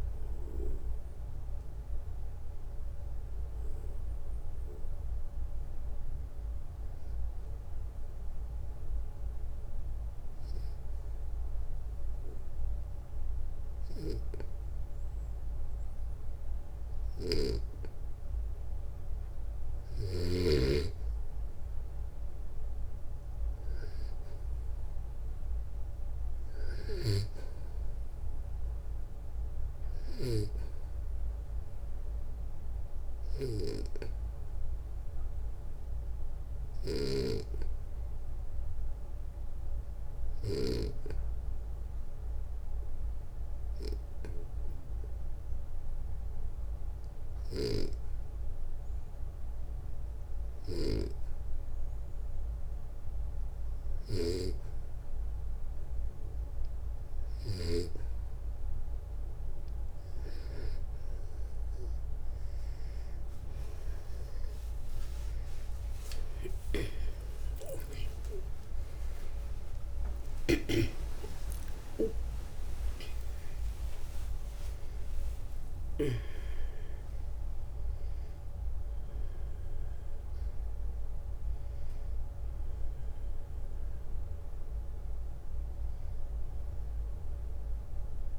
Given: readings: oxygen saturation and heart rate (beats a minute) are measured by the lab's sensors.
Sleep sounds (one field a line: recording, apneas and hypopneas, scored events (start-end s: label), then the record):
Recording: breathing in sleep by a room microphone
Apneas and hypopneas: 2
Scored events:
4.50-18.00 s: obstructive apnea (oxygen 97% before, 92% lowest, heart rate 63 before, 58 extreme, up 4 after)
20.50-25.00 s: arousal
29.50-40.00 s: snoring (device-marked)
32.50-52.50 s: obstructive apnea (oxygen 97% before, 91% lowest, heart rate 61 before, 58 extreme, up 0 after)
42.50-51.50 s: oxygen desaturation (device-marked, oxygen 97% before, 93% lowest, heart rate 60 before, 58 extreme)
46.50-50.50 s: snoring (device-marked)
67.50-73.50 s: arousal
74.50-88.38 s: new sleep stage, N1 (lightest sleep)
85.50-88.38 s: oxygen desaturation (device-marked, oxygen 95% before, 91% lowest, heart rate 97 before, 58 extreme)
From the record:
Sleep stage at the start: N2 (light sleep)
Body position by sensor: on the back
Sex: male